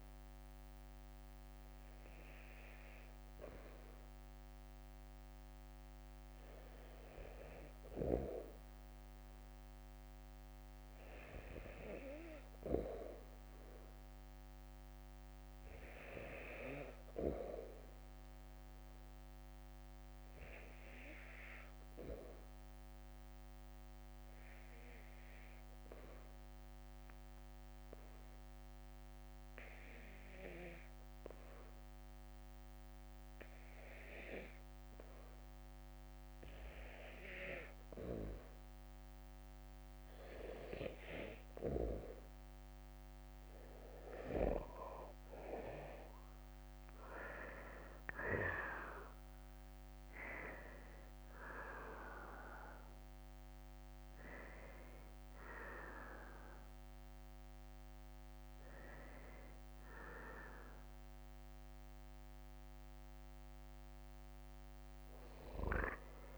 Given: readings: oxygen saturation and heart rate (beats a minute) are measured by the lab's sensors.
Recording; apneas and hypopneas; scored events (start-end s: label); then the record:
breathing in sleep by a microphone on the trachea; 1
0.00-17.00 s: oxygen desaturation (device-marked, oxygen 90% lowest, heart rate 50 extreme)
1.00-44.00 s: bradycardia (device-marked, heart rate 57 before, 49 extreme)
7.00-42.50 s: obstructive apnea (oxygen 96% before, 90% lowest, heart rate 60 before, 49 extreme, up 22 after)
27.00-38.00 s: drop in pulse transit time (device-marked, heart rate 57 before, 52 extreme)
33.00-39.00 s: oxygen desaturation (device-marked, oxygen 95% before, 92% lowest, heart rate 57 before, 49 extreme)
44.50-49.00 s: arousal
48.00-64.00 s: drop in pulse transit time (device-marked, heart rate 54 before, 65 extreme)
49.00-66.38 s: new sleep stage, N2 (light sleep)
From the record:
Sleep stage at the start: REM sleep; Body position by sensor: on the back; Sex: male